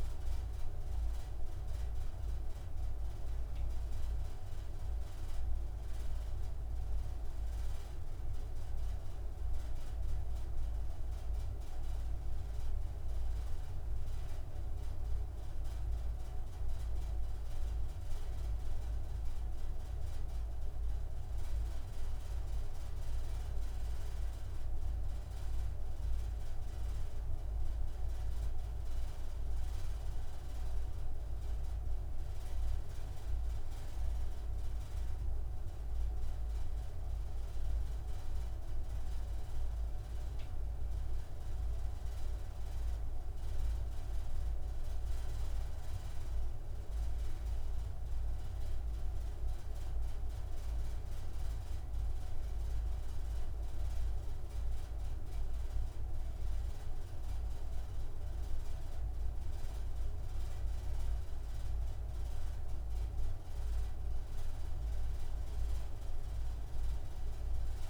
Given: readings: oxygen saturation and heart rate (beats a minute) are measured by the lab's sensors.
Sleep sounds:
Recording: breathing in sleep, hard to hear, by a room microphone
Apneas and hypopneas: none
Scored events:
none scored
From the record:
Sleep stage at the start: N2 (light sleep)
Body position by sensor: on the right side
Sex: male

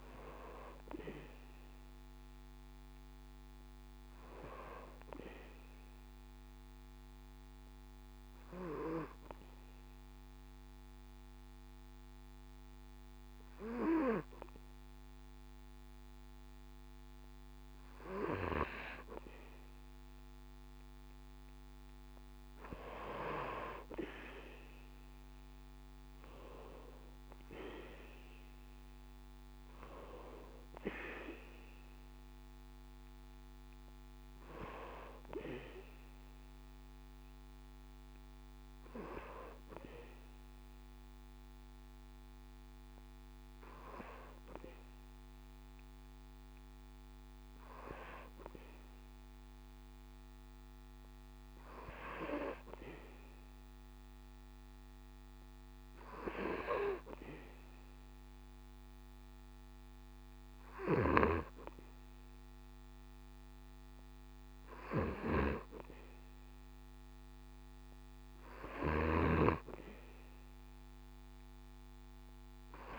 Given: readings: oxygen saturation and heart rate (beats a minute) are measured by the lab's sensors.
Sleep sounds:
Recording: breathing in sleep by a microphone on the trachea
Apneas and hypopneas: 1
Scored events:
5.50-18.00 s: obstructive apnea (oxygen 97% before, 95% lowest, heart rate 69 before, 64 extreme, up 6 after)
21.50-24.50 s: arousal
68.50-72.99 s: snoring (device-marked)
From the record:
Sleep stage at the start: N2 (light sleep)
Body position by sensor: on the back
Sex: male

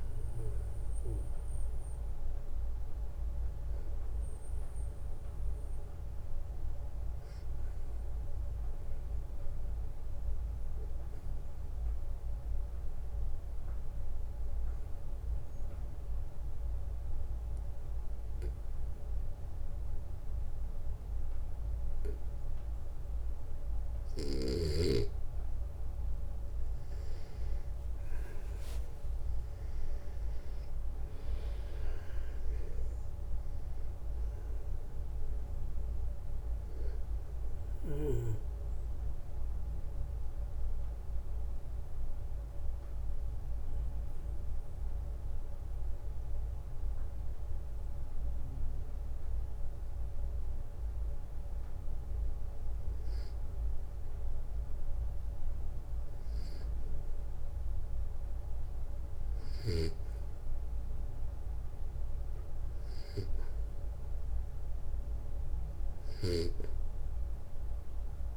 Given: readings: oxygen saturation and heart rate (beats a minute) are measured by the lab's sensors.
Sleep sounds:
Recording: breathing in sleep by a room microphone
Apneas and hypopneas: 2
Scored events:
6.00-24.00 s: obstructive apnea (oxygen 98% before, 93% lowest, heart rate 62 before, 58 extreme, up 7 after)
9.00-18.00 s: oxygen desaturation (device-marked, oxygen 96% before, 93% lowest, heart rate 62 before, 59 extreme)
26.00-30.50 s: arousal
36.50-51.50 s: obstructive apnea (oxygen 98% before, 93% lowest, heart rate 62 before, 58 extreme, up 0 after)
51.00-62.00 s: oxygen desaturation (device-marked, oxygen 96% before, 93% lowest, heart rate 63 before, 58 extreme)
54.00-57.50 s: arousal
65.50-68.36 s: snoring (device-marked)
From the record:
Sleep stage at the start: N2 (light sleep)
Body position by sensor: on the back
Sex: male

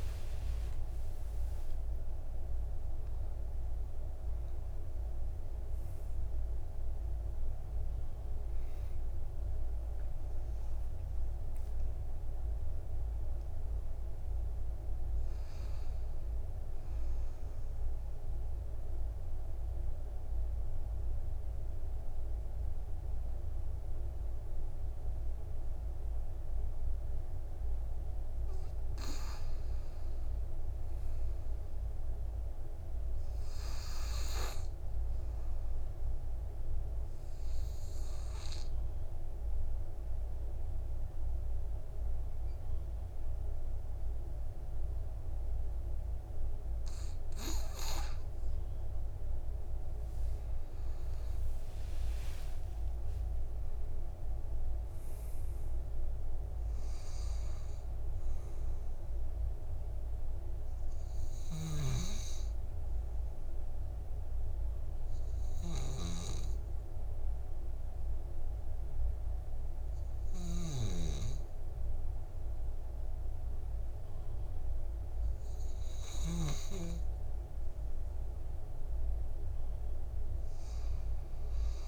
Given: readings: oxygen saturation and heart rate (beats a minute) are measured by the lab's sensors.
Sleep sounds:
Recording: breathing in sleep by a room microphone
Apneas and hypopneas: 3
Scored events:
0.00-4.00 s: arousal
5.00-15.00 s: oxygen desaturation (device-marked, oxygen 97% before, 94% lowest, heart rate 59 before, 48 extreme)
18.00-29.00 s: obstructive apnea (oxygen 97% before, 94% lowest, heart rate 71 before, 48 extreme, up 1 after)
30.50-33.00 s: arousal
37.50-50.00 s: obstructive apnea (oxygen 99% before, 94% lowest, heart rate 56 before, 50 extreme, up 39 after)
39.00-53.00 s: oxygen desaturation (device-marked, oxygen 99% before, 94% lowest, heart rate 54 before, 50 extreme)
52.00-56.00 s: arousal
53.00-55.00 s: long interval between heartbeats (device-marked, heart rate 53 before, 86 extreme)
61.50-77.50 s: obstructive apnea (oxygen 99% before, 93% lowest, heart rate 64 before, 49 extreme, up 9 after)
80.50-81.88 s: arousal
From the record:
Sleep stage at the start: N2 (light sleep)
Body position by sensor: on the back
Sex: male

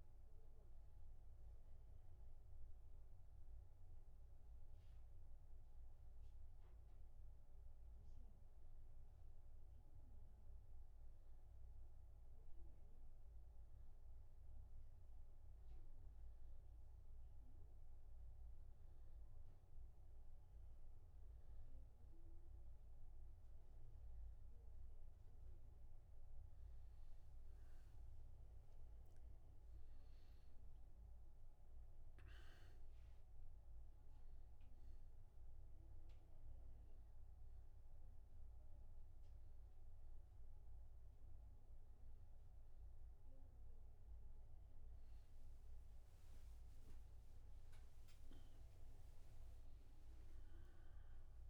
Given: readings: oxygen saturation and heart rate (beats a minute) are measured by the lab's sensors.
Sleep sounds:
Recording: a person partly awake in a sleep study, hard to hear, by a room microphone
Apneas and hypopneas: none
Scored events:
38.00-51.50 s: new sleep stage, awake
From the record:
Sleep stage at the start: N1 (lightest sleep)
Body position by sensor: on the back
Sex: male

